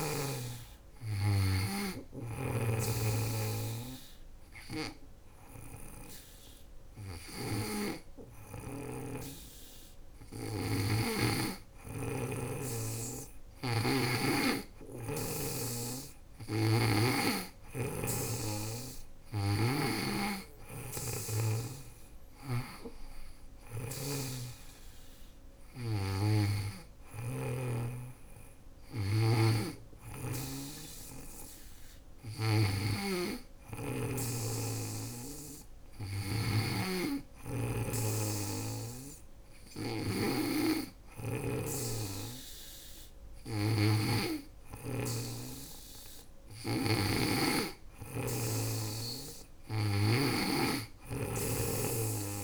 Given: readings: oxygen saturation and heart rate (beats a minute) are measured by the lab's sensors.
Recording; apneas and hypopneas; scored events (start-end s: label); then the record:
breathing in sleep by a room microphone; 1
1.00-26.50 s: snoring (device-marked)
1.50-11.50 s: obstructive apnea (oxygen 97% before, 95% lowest, heart rate 78 before, 75 extreme, up 4 after)
14.00-18.50 s: arousal
28.50-52.43 s: snoring (device-marked)
From the record:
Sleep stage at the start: N2 (light sleep); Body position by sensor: on the back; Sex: female